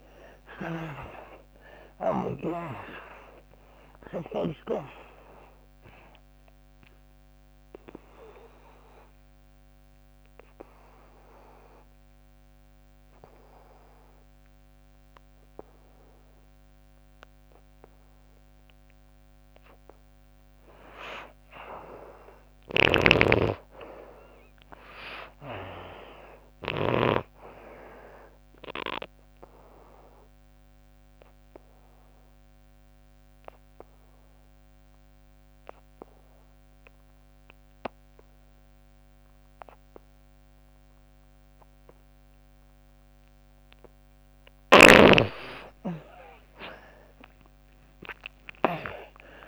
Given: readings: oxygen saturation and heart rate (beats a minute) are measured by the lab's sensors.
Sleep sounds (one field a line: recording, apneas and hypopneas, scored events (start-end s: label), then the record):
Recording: breathing in sleep by a microphone on the trachea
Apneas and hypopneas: 2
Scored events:
0.00-2.50 s: arousal
0.00-4.50 s: snoring (device-marked)
0.50-21.50 s: oxygen desaturation (device-marked, oxygen 96% before, 77% lowest, heart rate 72 before, 71 extreme)
7.00-19.50 s: obstructive apnea (oxygen 96% before, 75% lowest, heart rate 80 before, 71 extreme, up 6 after)
21.00-24.00 s: arousal
22.50-27.00 s: snoring (device-marked)
23.50-36.50 s: oxygen desaturation (device-marked, oxygen 99% before, 87% lowest, heart rate 87 before, 73 extreme)
29.00-43.50 s: obstructive apnea (oxygen 99% before, 75% lowest, heart rate 80 before, 72 extreme, up 54 after)
42.50-49.48 s: oxygen desaturation (device-marked, oxygen 94% before, 75% lowest, heart rate 78 before, 69 extreme)
44.50-49.48 s: snoring (device-marked)
45.50-48.50 s: arousal
From the record:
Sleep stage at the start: N2 (light sleep)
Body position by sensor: on the back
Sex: female